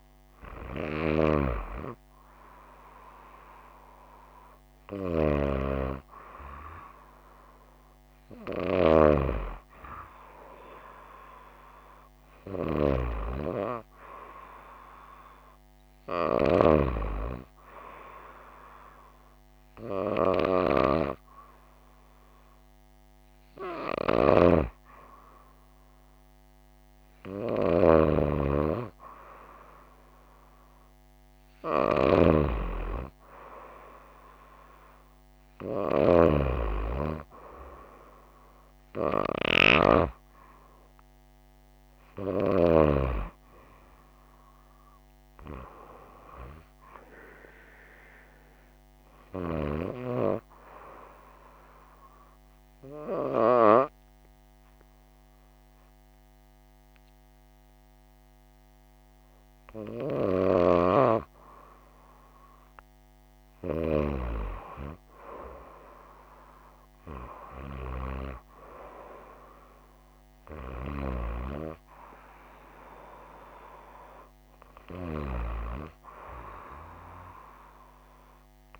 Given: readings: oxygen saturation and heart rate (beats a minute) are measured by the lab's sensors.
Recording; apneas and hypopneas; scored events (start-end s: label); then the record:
breathing in sleep by a microphone on the trachea; 1
50.50-63.00 s: hypopnea (oxygen 95% before, 94% lowest, heart rate 58 before, 55 extreme, up 4 after)
66.00-69.00 s: arousal
From the record:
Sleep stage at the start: N2 (light sleep); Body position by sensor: on the right side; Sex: female